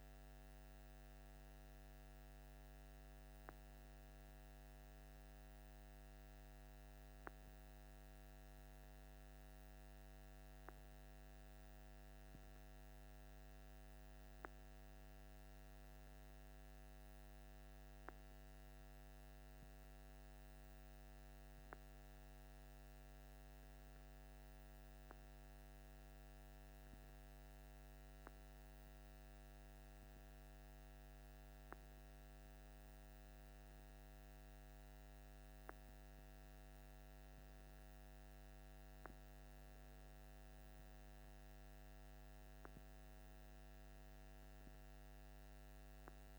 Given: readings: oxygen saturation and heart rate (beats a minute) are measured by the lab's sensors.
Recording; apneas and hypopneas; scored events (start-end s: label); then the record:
breathing in sleep, hard to hear, by a microphone on the trachea; none
none scored
From the record:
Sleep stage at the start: N2 (light sleep); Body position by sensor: on the left side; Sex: male